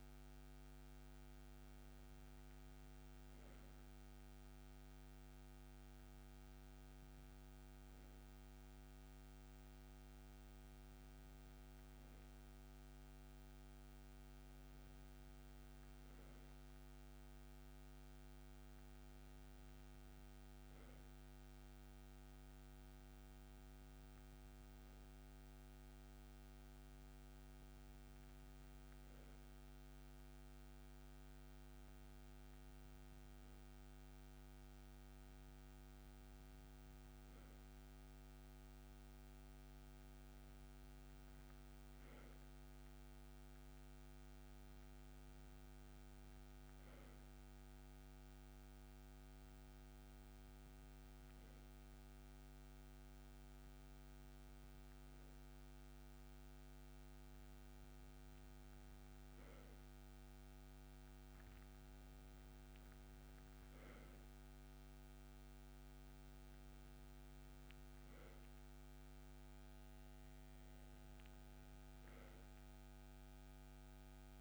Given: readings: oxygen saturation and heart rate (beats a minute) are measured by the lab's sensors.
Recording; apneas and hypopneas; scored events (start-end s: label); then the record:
breathing in sleep, hard to hear, by a microphone on the trachea; none
none scored
From the record:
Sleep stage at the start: N2 (light sleep); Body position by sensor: on the right side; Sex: male